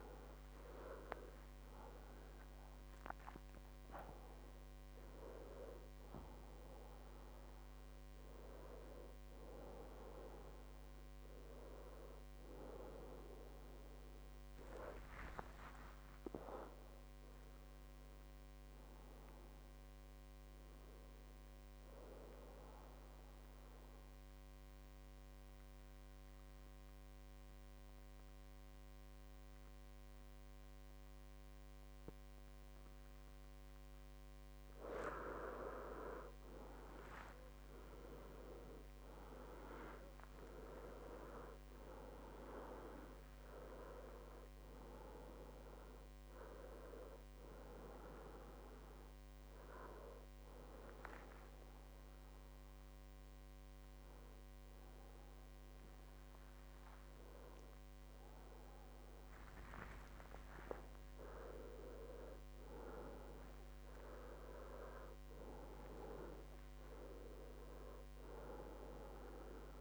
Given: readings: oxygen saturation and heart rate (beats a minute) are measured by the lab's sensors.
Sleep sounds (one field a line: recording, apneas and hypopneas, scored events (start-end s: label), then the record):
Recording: breathing in sleep by a microphone on the trachea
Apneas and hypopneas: 2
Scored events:
0.00-8.50 s: oxygen desaturation (device-marked, oxygen 94% lowest, heart rate 62 extreme)
6.50-69.81 s: new sleep stage, N2 (light sleep)
15.00-19.00 s: arousal
23.00-34.50 s: obstructive apnea (oxygen 98% before, 94% lowest, heart rate 76 before, 62 extreme, up 15 after)
37.00-41.00 s: arousal
40.50-58.50 s: oxygen desaturation (device-marked, oxygen 97% before, 94% lowest, heart rate 68 before, 63 extreme)
49.00-60.00 s: hypopnea (oxygen 98% before, 94% lowest, heart rate 71 before, 63 extreme, up 5 after)
67.00-69.50 s: arousal
From the record:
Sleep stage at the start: N1 (lightest sleep)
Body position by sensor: on the back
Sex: male